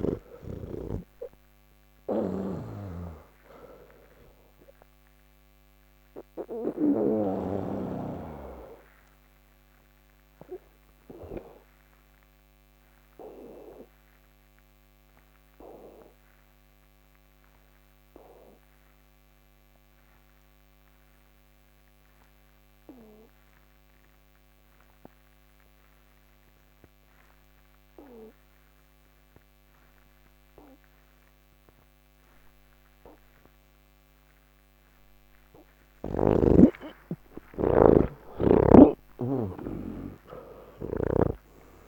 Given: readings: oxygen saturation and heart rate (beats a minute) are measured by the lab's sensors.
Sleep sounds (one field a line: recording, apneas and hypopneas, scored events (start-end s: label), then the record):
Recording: breathing in sleep by a microphone on the trachea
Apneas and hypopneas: 1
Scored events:
0.00-1.00 s: snoring (device-marked)
0.00-23.00 s: oxygen desaturation (device-marked, oxygen 83% lowest, heart rate 150 extreme)
10.50-37.00 s: obstructive apnea (oxygen 98% before, 83% lowest, heart rate 181 before, 150 extreme, up 24 after)
36.00-41.88 s: oxygen desaturation (device-marked, oxygen 99% before, 85% lowest, heart rate 193 before, 150 extreme)
From the record:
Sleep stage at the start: N3 (deep sleep)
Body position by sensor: on the back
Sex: male